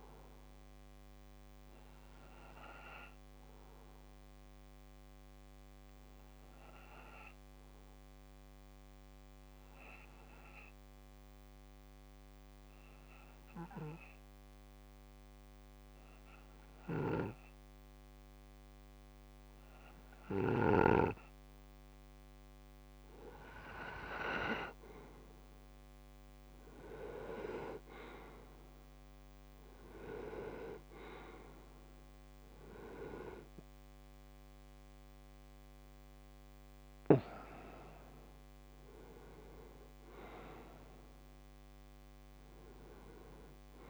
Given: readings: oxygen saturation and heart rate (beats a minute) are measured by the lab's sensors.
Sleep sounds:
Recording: breathing in sleep by a microphone on the trachea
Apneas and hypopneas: 1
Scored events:
2.50-22.00 s: obstructive apnea (oxygen 96% before, 89% lowest)
18.50-43.90 s: oxygen desaturation (device-marked, oxygen 96% before, 89% lowest)
26.00-29.50 s: arousal
From the record:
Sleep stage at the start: N2 (light sleep)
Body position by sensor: on the right side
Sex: male

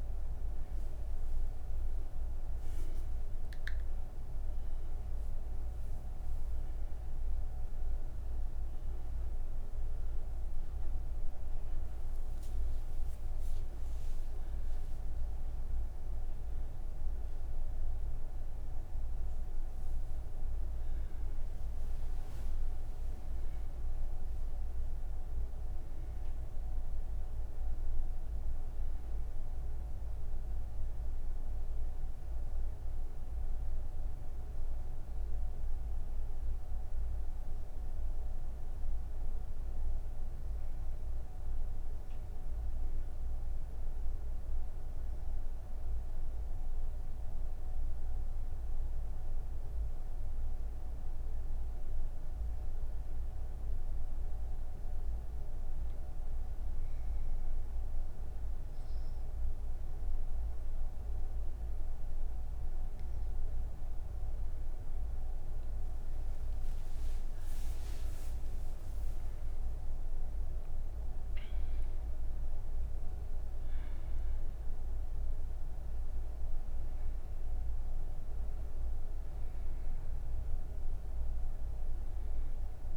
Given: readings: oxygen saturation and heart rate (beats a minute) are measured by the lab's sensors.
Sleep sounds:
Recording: breathing in sleep, hard to hear, by a room microphone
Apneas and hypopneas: none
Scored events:
13.00-44.00 s: oxygen desaturation (device-marked, oxygen 95% before, 90% lowest)
38.00-82.97 s: new sleep stage, N2 (light sleep)
68.00-80.00 s: oxygen desaturation (device-marked, oxygen 99% before, 95% lowest)
From the record:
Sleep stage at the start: N1 (lightest sleep)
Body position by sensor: on the right side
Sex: female

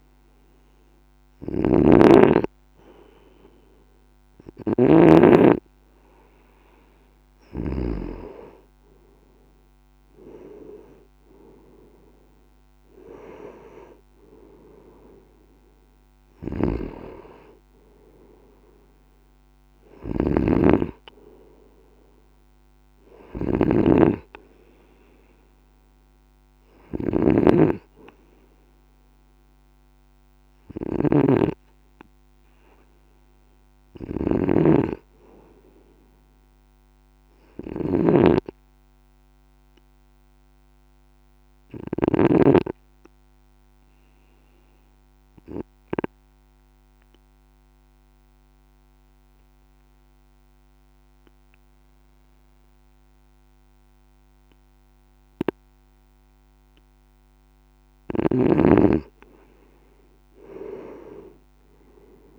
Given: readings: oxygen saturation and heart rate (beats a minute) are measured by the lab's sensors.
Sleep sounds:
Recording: breathing in sleep by a microphone on the trachea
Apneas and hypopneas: 1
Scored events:
0.00-8.00 s: snoring (device-marked)
16.50-42.00 s: snoring (device-marked)
40.00-43.00 s: arousal
44.50-58.00 s: obstructive apnea (oxygen 96% before, 93% lowest, heart rate 56 before, 54 extreme, up 10 after)
60.00-62.39 s: arousal
From the record:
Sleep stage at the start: N2 (light sleep)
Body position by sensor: on the right side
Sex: male

